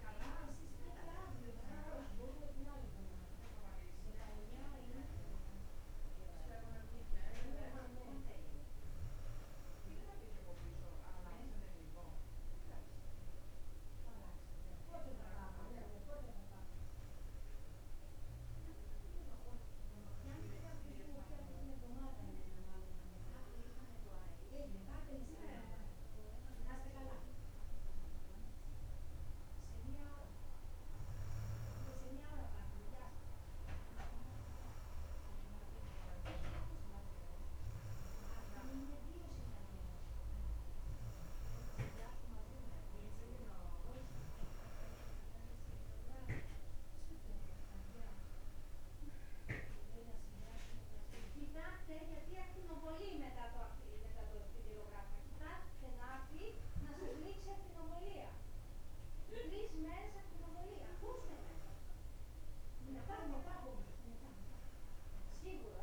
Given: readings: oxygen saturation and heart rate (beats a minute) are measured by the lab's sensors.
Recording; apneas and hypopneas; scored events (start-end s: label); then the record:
breathing in sleep by a room microphone; none
none scored
From the record:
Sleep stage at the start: N2 (light sleep); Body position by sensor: on the back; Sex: female